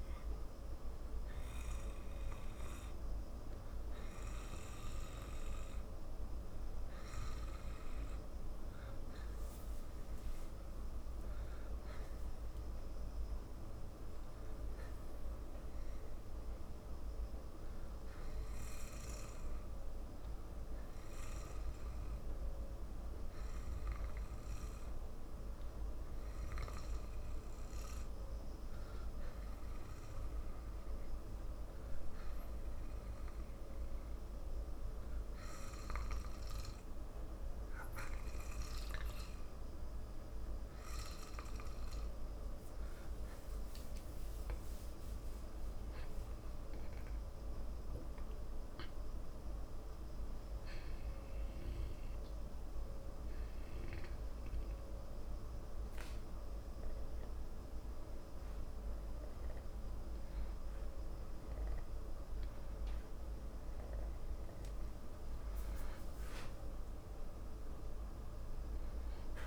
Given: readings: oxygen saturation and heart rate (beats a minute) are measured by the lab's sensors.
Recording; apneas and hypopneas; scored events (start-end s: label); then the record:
breathing in sleep, hard to hear, by a room microphone; 1
13.00-43.50 s: obstructive apnea (oxygen 95% before, 93% lowest, heart rate 60 before, 54 extreme, up 46 after)
45.50-49.00 s: arousal
From the record:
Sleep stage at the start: N2 (light sleep); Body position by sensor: on the back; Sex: male